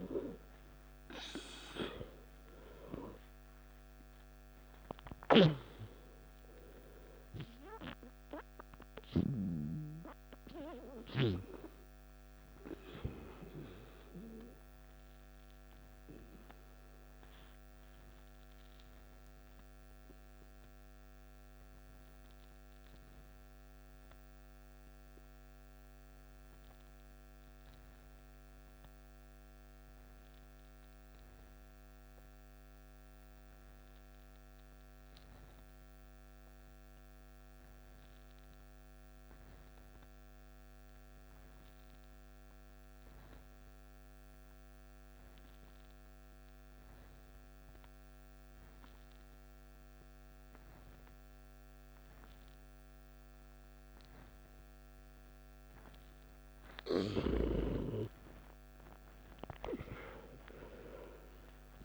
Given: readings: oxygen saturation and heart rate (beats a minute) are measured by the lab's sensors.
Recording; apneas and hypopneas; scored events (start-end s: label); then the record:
breathing in sleep by a microphone on the trachea; 1
0.00-1.50 s: arousal
0.00-28.00 s: oxygen desaturation (device-marked, oxygen 88% lowest, heart rate 52 extreme)
18.00-55.00 s: central apnea (oxygen 96% before, 87% lowest, heart rate 65 before, 52 extreme, up 13 after)
46.00-61.85 s: oxygen desaturation (device-marked, oxygen 98% before, 87% lowest, heart rate 53 before, 55 extreme)
From the record:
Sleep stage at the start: N2 (light sleep); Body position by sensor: on the back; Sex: male